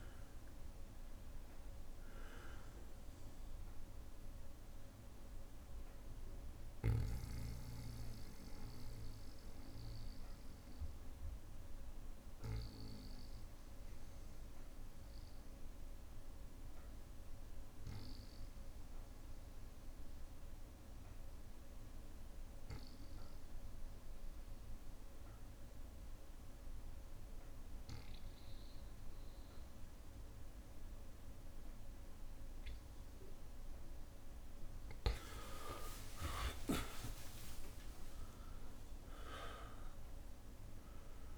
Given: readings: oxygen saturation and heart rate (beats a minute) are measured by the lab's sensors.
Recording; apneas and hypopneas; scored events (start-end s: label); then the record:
breathing in sleep by a room microphone; 1
0.00-19.50 s: oxygen desaturation (device-marked, oxygen 92% lowest, heart rate 58 extreme)
6.00-33.00 s: obstructive apnea (oxygen 99% before, 91% lowest, heart rate 63 before, 58 extreme, up 14 after)
6.50-21.50 s: bradycardia (device-marked, heart rate 64 before, 58 extreme)
32.50-41.38 s: oxygen desaturation (device-marked, oxygen 99% before, 92% lowest, heart rate 59 before, 58 extreme)
35.50-40.50 s: arousal
37.50-39.50 s: long interval between heartbeats (device-marked, heart rate 60 before, 73 extreme)
From the record:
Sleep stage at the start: N2 (light sleep); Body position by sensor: on the back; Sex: male